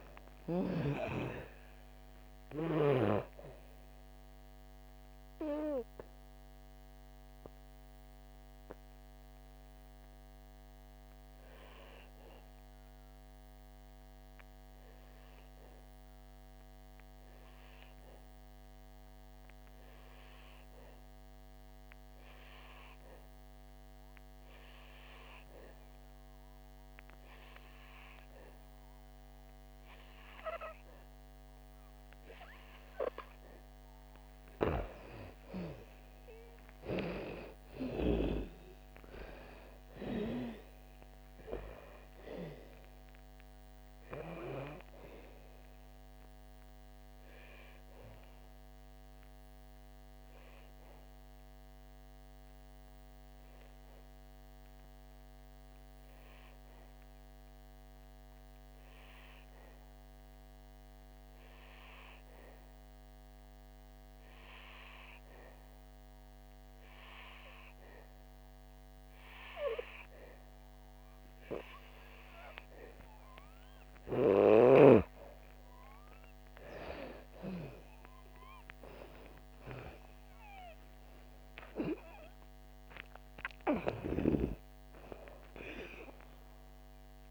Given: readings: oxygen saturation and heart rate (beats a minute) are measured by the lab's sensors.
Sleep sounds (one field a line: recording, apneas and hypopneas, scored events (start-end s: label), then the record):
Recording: breathing in sleep by a microphone on the trachea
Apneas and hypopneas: 2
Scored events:
2.00-29.00 s: oxygen desaturation (device-marked, oxygen 97% before, 89% lowest, heart rate 63 before, 55 extreme)
6.00-33.50 s: obstructive apnea (oxygen 98% before, 89% lowest, heart rate 65 before, 54 extreme, up 10 after)
37.00-42.00 s: arousal
39.00-47.00 s: oxygen desaturation (device-marked, oxygen 97% before, 91% lowest, heart rate 62 before, 54 extreme)
46.50-75.50 s: obstructive apnea (oxygen 97% before, 90% lowest, heart rate 66 before, 54 extreme, up 17 after)
74.00-87.31 s: oxygen desaturation (device-marked, oxygen 98% before, 92% lowest, heart rate 58 before, 55 extreme)
80.50-85.00 s: arousal
From the record:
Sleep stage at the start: N2 (light sleep)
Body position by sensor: on the back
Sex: female